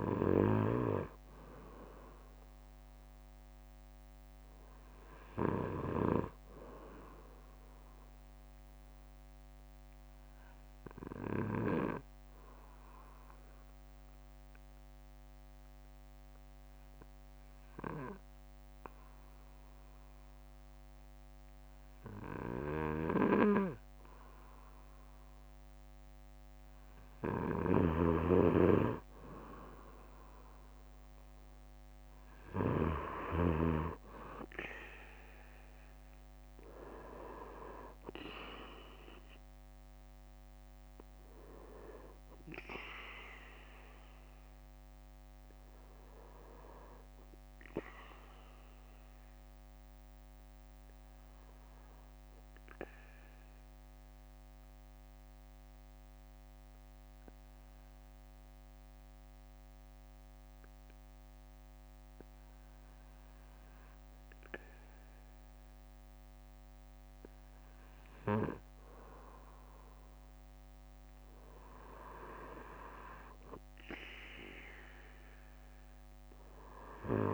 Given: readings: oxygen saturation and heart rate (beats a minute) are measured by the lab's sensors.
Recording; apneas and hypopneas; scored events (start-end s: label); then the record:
breathing in sleep by a microphone on the trachea; 2
3.00-5.00 s: bradycardia (device-marked, heart rate 59 before, 59 extreme)
6.00-10.00 s: bradycardia (device-marked, heart rate 59 before, 57 extreme)
10.00-26.00 s: obstructive apnea (oxygen 97% before, 94% lowest, heart rate 63 before, 45 extreme, up 3 after)
11.00-16.00 s: bradycardia (device-marked, heart rate 59 before, 56 extreme)
17.00-29.00 s: bradycardia (device-marked, heart rate 59 before, 45 extreme)
28.00-34.00 s: snoring (device-marked)
30.50-34.00 s: arousal
46.00-48.00 s: bradycardia (device-marked, heart rate 59 before, 59 extreme)
49.00-70.00 s: bradycardia (device-marked, heart rate 59 before, 54 extreme)
49.50-66.50 s: obstructive apnea (oxygen 97% before, 94% lowest, heart rate 61 before, 54 extreme, up 3 after)
70.50-75.50 s: arousal
From the record:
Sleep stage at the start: N2 (light sleep); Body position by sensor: on the back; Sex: male